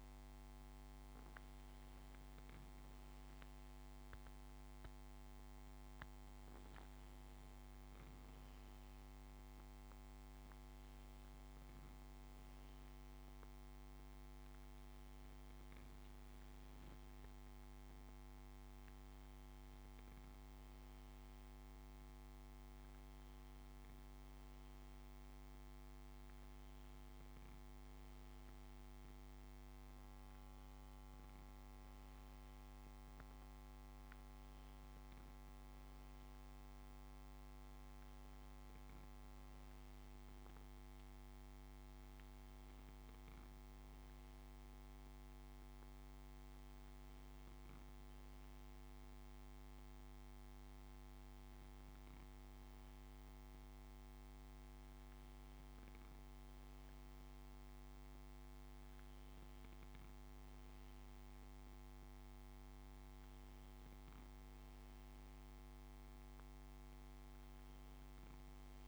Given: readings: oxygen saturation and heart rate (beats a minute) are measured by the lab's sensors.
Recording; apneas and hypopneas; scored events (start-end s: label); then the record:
breathing in sleep, hard to hear, by a microphone on the trachea; none
30.00-68.88 s: new sleep stage, N1 (lightest sleep)
From the record:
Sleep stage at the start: N2 (light sleep); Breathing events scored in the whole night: 286 in 8.8 hours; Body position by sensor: on the back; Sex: male